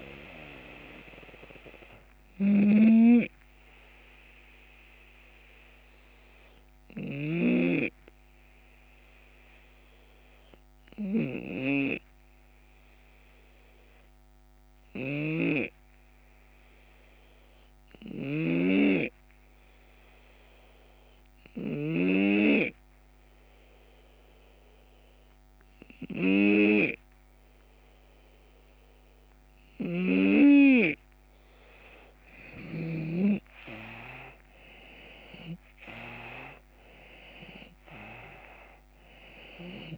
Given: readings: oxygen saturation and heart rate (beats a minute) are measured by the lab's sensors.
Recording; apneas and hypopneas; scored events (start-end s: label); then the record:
breathing in sleep by a microphone on the trachea; 1
0.00-1.50 s: oxygen desaturation (device-marked, oxygen 80% lowest, heart rate 76 extreme)
0.00-4.50 s: drop in pulse transit time (device-marked, heart rate 82 extreme)
2.00-32.50 s: snoring (device-marked)
2.50-39.98 s: new sleep stage, REM sleep
3.00-29.00 s: hypopnea (oxygen 85% before, 79% lowest, heart rate 84 before, 72 extreme, up 4 after)
31.50-36.00 s: arousal
32.50-39.98 s: drop in pulse transit time (device-marked, heart rate 78 before, 75 extreme)
From the record:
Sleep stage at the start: N2 (light sleep); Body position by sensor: on the left side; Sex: male